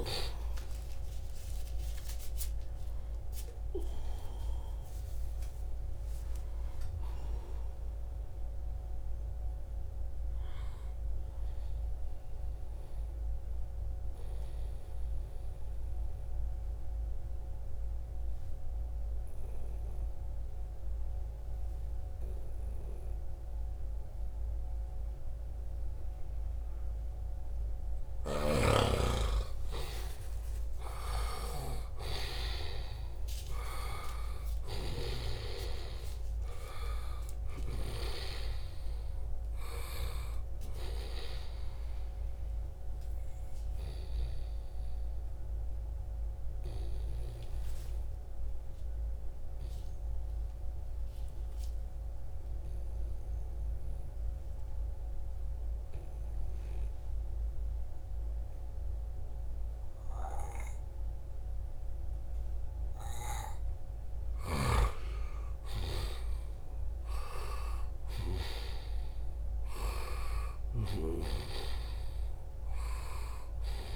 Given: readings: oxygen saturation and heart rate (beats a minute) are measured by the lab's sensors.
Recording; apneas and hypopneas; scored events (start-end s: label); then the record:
a person partly awake in a sleep study, by a room microphone; 2
0.00-7.00 s: oxygen desaturation (device-marked, oxygen 90% lowest, heart rate 69 extreme)
9.50-28.50 s: obstructive apnea (oxygen 97% before, 89% lowest, heart rate 82 before, 69 extreme, up 7 after)
14.00-73.96 s: new sleep stage, N2 (light sleep)
26.00-50.00 s: oxygen desaturation (device-marked, oxygen 96% before, 89% lowest, heart rate 76 before, 69 extreme)
27.50-43.50 s: snoring (device-marked)
30.00-35.00 s: arousal
42.50-62.50 s: obstructive apnea (oxygen 96% before, 88% lowest, heart rate 74 before, 69 extreme, up 3 after)
63.50-68.00 s: snoring (device-marked)
65.00-70.00 s: arousal
66.00-73.96 s: oxygen desaturation (device-marked, oxygen 97% before, 90% lowest, heart rate 73 before, 63 extreme)
70.00-73.50 s: snoring (device-marked)
From the record:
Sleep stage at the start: awake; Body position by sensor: on the right side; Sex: male